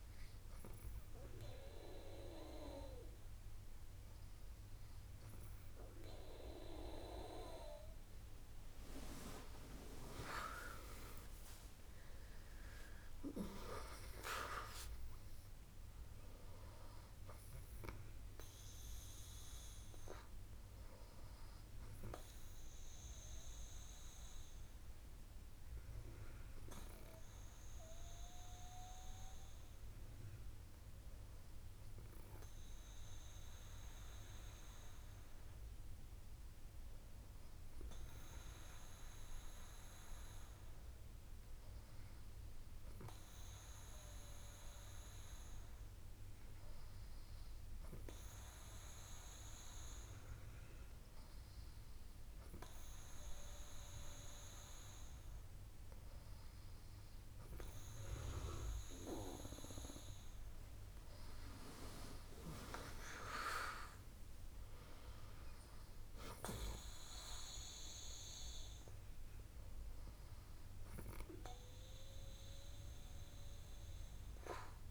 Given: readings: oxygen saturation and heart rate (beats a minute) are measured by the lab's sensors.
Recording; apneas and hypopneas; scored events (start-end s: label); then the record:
breathing in sleep by a room microphone; none
10.00-14.00 s: arousal
From the record:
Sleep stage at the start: N2 (light sleep); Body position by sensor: on the back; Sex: female